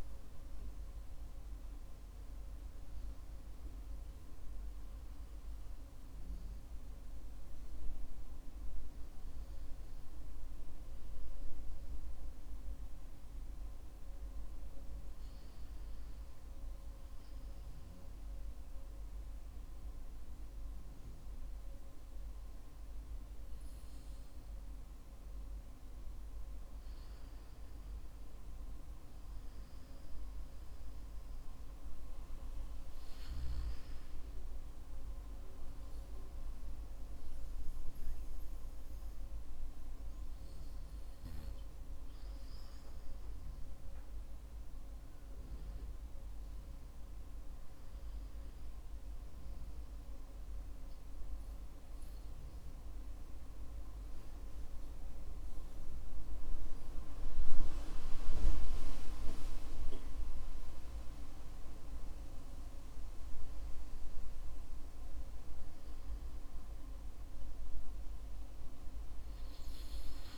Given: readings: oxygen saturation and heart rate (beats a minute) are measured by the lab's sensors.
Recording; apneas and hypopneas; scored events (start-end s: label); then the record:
breathing in sleep, hard to hear, by a room microphone; none
none scored
From the record:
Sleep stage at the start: N2 (light sleep); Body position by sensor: on the back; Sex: male